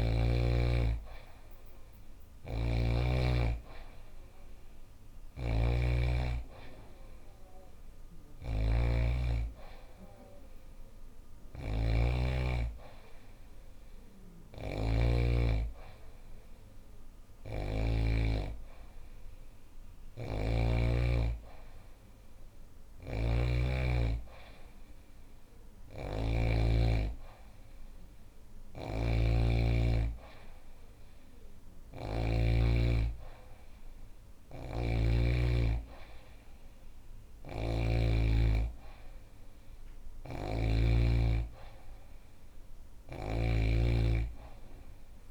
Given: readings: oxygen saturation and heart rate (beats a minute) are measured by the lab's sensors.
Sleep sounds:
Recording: breathing in sleep by a room microphone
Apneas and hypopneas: none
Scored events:
1.50-14.50 s: snoring (device-marked)
16.50-20.00 s: snoring (device-marked)
22.00-31.50 s: snoring (device-marked)
33.50-43.00 s: snoring (device-marked)
From the record:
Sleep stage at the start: N2 (light sleep)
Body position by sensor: on the back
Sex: female

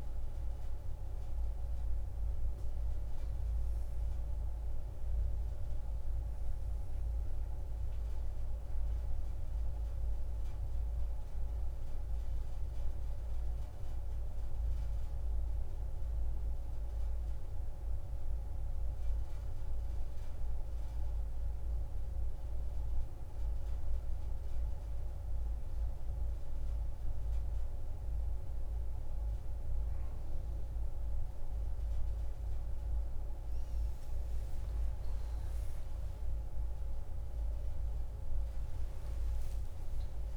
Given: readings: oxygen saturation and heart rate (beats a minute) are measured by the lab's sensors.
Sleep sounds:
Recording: breathing in sleep, hard to hear, by a room microphone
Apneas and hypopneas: none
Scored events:
33.50-40.37 s: new sleep stage, awake
From the record:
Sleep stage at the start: N1 (lightest sleep)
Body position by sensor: on the back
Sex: female

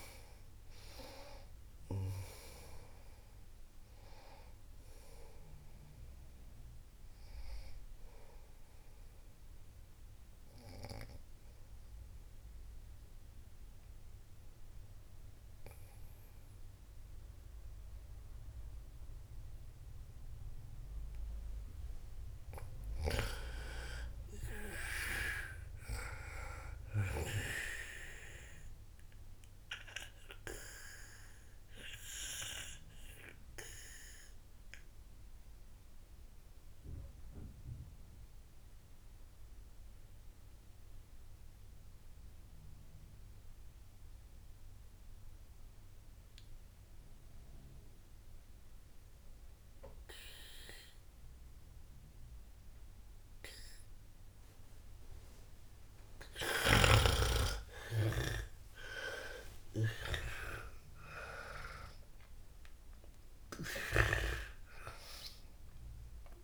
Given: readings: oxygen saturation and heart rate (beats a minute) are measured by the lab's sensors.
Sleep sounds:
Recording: breathing in sleep by a room microphone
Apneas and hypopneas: 2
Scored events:
0.00-14.50 s: oxygen desaturation (device-marked, oxygen 92% lowest, heart rate 57 extreme)
9.50-22.00 s: obstructive apnea (oxygen 98% before, 91% lowest, heart rate 83 before, 57 extreme, up 14 after)
23.50-27.50 s: arousal
23.50-28.00 s: snoring (device-marked)
28.50-45.50 s: oxygen desaturation (device-marked, oxygen 98% before, 95% lowest, heart rate 61 before, 59 extreme)
31.00-57.00 s: obstructive apnea (oxygen 98% before, 91% lowest, heart rate 62 before, 59 extreme, up 41 after)
55.50-66.44 s: oxygen desaturation (device-marked, oxygen 98% before, 91% lowest, heart rate 62 before, 62 extreme)
58.50-65.50 s: arousal
From the record:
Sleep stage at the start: N2 (light sleep)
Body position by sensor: on the back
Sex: female

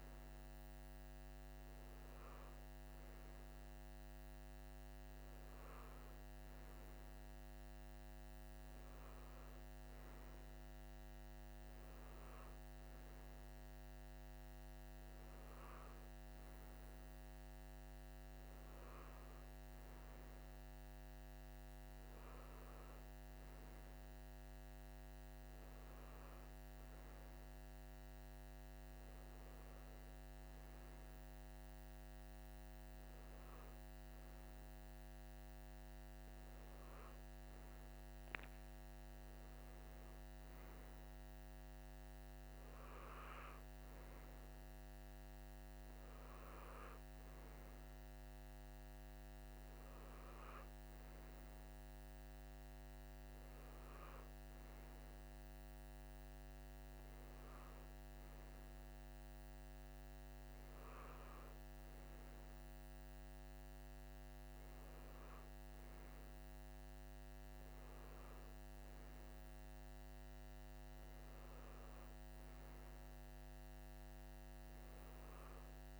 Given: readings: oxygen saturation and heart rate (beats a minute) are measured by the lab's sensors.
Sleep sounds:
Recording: breathing in sleep, hard to hear, by a microphone on the trachea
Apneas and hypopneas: none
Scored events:
34.50-76.00 s: new sleep stage, N3 (deep sleep)
From the record:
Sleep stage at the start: N2 (light sleep)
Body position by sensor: on the right side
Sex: male

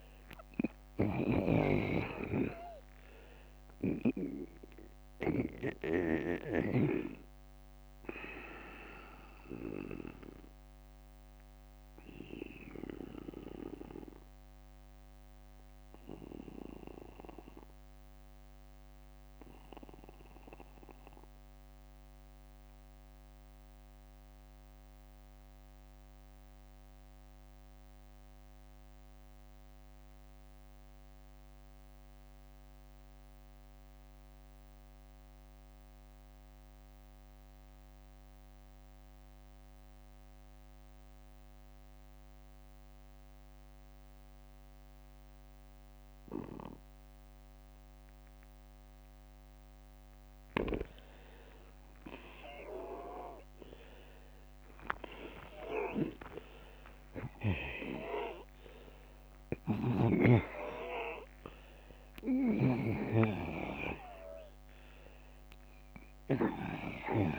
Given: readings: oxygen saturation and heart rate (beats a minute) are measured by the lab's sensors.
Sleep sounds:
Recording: breathing in sleep by a microphone on the trachea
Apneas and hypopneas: 1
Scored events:
0.00-6.50 s: snoring (device-marked)
1.50-7.50 s: oxygen desaturation (device-marked, oxygen 95% before, 91% lowest, heart rate 53 before, 47 extreme)
6.00-48.50 s: obstructive apnea (oxygen 96% before, 79% lowest, heart rate 58 before, 38 extreme, up 23 after)
9.50-28.50 s: oxygen desaturation (device-marked, oxygen 95% before, 84% lowest, heart rate 62 before, 38 extreme)
24.50-26.50 s: long interval between heartbeats (device-marked, heart rate 57 before, 48 extreme)
29.50-31.50 s: long interval between heartbeats (device-marked, heart rate 53 before, 49 extreme)
46.50-67.39 s: oxygen desaturation (device-marked, oxygen 96% before, 83% lowest, heart rate 46 before, 50 extreme)
52.00-58.00 s: arousal
56.00-58.00 s: long interval between heartbeats (device-marked, heart rate 49 before, 71 extreme)
59.00-62.50 s: snoring (device-marked)
From the record:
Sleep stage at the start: N2 (light sleep)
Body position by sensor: on the back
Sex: male

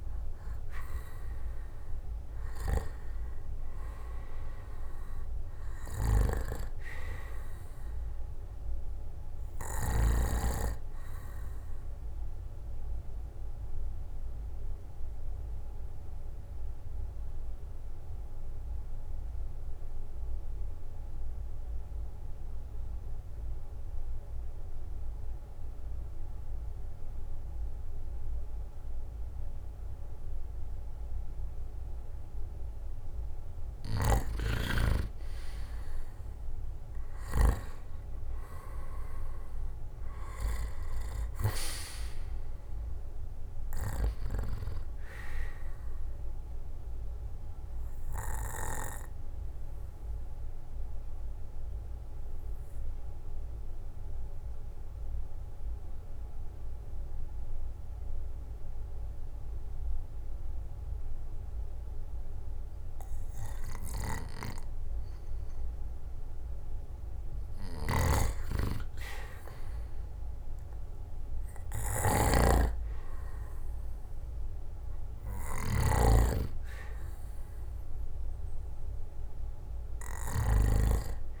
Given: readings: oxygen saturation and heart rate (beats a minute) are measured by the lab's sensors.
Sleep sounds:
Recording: breathing in sleep by a room microphone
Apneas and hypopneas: 2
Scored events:
0.50-3.50 s: arousal
2.00-26.00 s: oxygen desaturation (device-marked, oxygen 97% before, 91% lowest, heart rate 60 before, 54 extreme)
13.00-33.50 s: obstructive apnea (oxygen 97% before, 87% lowest, heart rate 65 before, 54 extreme, up 10 after)
36.00-60.00 s: oxygen desaturation (device-marked, oxygen 98% before, 87% lowest, heart rate 59 before, 54 extreme)
36.50-40.50 s: arousal
49.00-67.50 s: obstructive apnea (oxygen 98% before, 87% lowest, heart rate 65 before, 54 extreme, up 12 after)
68.00-81.40 s: oxygen desaturation (device-marked, oxygen 98% before, 93% lowest, heart rate 58 before, 56 extreme)
69.50-72.50 s: arousal
72.50-76.50 s: snoring (device-marked)
From the record:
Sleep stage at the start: N2 (light sleep)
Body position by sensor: on the back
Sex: male

